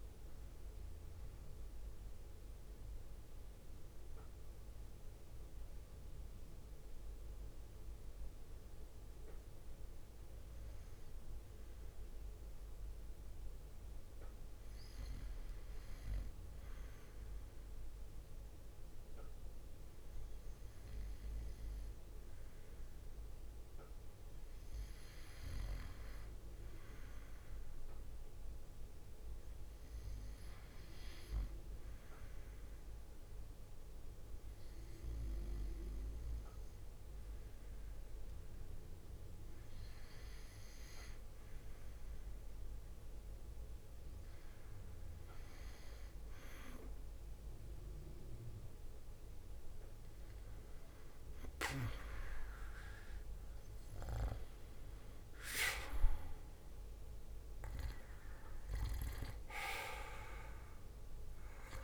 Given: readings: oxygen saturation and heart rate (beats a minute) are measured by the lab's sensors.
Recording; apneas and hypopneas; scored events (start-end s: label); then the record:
breathing in sleep by a room microphone; 1
0.00-9.00 s: oxygen desaturation (device-marked, oxygen 91% lowest, heart rate 55 extreme)
4.50-42.00 s: hypopnea (oxygen 98% before, 91% lowest, heart rate 66 before, 55 extreme, up 2 after)
38.00-61.83 s: oxygen desaturation (device-marked, oxygen 96% before, 92% lowest, heart rate 58 before, 55 extreme)
44.50-49.50 s: arousal
60.00-61.83 s: drop in pulse transit time (device-marked, heart rate 60 before, 57 extreme)
From the record:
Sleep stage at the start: REM sleep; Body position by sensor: on the back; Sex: male